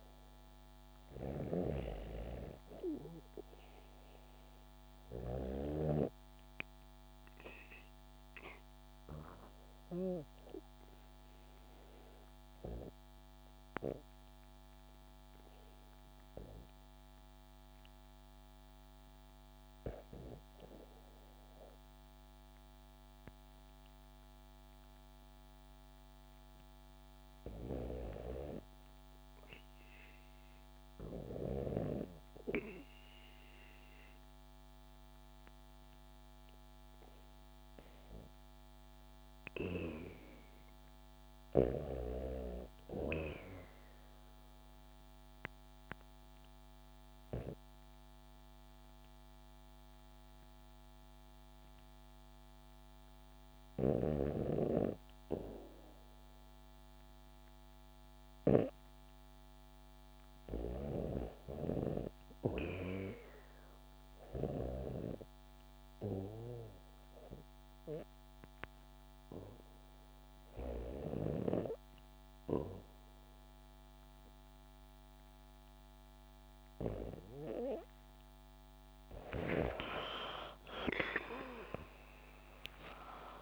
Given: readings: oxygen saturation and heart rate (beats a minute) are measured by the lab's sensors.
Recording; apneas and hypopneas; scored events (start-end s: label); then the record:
breathing in sleep by a microphone on the trachea; 3
0.00-1.00 s: arousal
6.00-19.00 s: obstructive apnea (oxygen 96% before, 91% lowest, heart rate 72 before, 63 extreme)
21.00-24.00 s: arousal
44.00-55.50 s: hypopnea (oxygen 96% before, 91% lowest, heart rate 66 before, 58 extreme, up 11 after)
50.00-57.00 s: bradycardia (device-marked, heart rate 70 before, 58 extreme)
57.00-60.50 s: arousal
62.00-78.00 s: oxygen desaturation (device-marked, oxygen 94% before, 91% lowest, heart rate 65 before, 70 extreme)
67.00-78.00 s: hypopnea (oxygen 94% before, 91% lowest, heart rate 65 before, 72 extreme, up 7 after)
79.00-83.00 s: arousal
From the record:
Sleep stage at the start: REM sleep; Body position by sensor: on the back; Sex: female